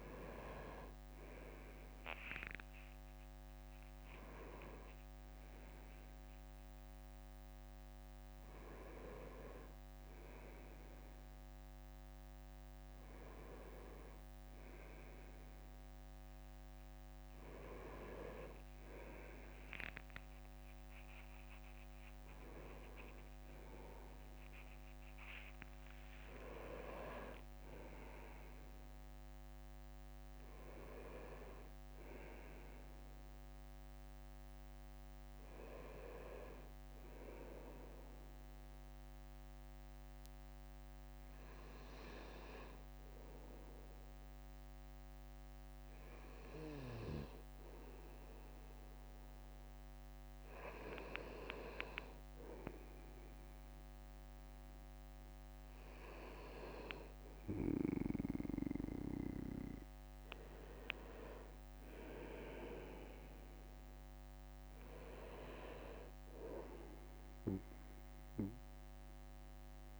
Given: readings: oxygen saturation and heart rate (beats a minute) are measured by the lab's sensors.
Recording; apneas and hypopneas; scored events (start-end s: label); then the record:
breathing in sleep by a microphone on the trachea; 1
0.00-10.50 s: drop in pulse transit time (device-marked, heart rate 68 extreme)
2.00-6.50 s: arousal
24.50-29.00 s: arousal
24.50-33.50 s: drop in pulse transit time (device-marked, heart rate 67 before, 69 extreme)
25.00-27.50 s: leg movement (device-marked)
39.50-54.50 s: hypopnea (oxygen 98% before, 94% lowest, heart rate 68 before, 59 extreme, up 1 after)
52.50-65.50 s: oxygen desaturation (device-marked, oxygen 97% before, 94% lowest, heart rate 64 before, 59 extreme)
59.50-64.00 s: arousal
68.50-70.00 s: bradycardia (device-marked, heart rate 65 before, 59 extreme)
From the record:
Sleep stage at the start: N2 (light sleep); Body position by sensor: on the right side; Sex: male